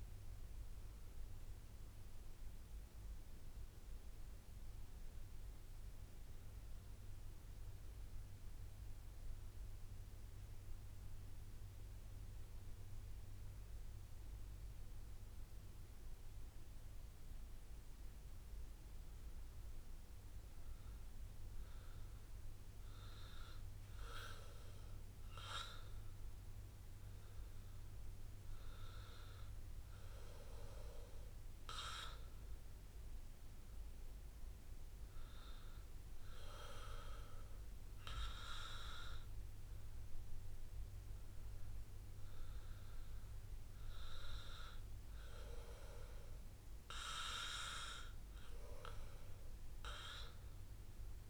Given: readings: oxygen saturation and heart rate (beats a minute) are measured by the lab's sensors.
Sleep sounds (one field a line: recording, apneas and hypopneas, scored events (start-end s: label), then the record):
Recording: breathing in sleep by a room microphone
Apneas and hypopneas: none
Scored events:
none scored
From the record:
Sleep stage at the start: N2 (light sleep)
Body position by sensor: on the back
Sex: male